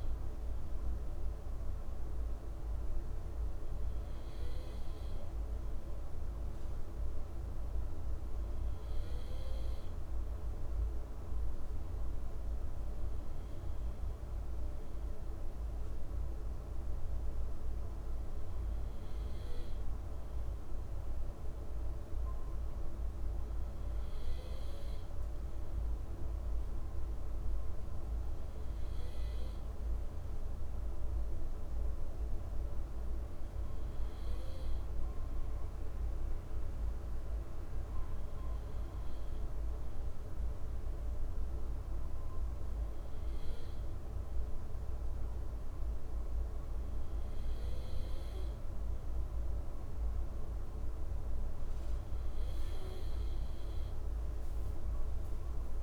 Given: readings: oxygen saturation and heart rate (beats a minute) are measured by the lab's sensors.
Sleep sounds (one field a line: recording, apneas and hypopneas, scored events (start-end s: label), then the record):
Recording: breathing in sleep, hard to hear, by a room microphone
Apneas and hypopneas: none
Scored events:
none scored
From the record:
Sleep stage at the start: N2 (light sleep)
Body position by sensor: on the left side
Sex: male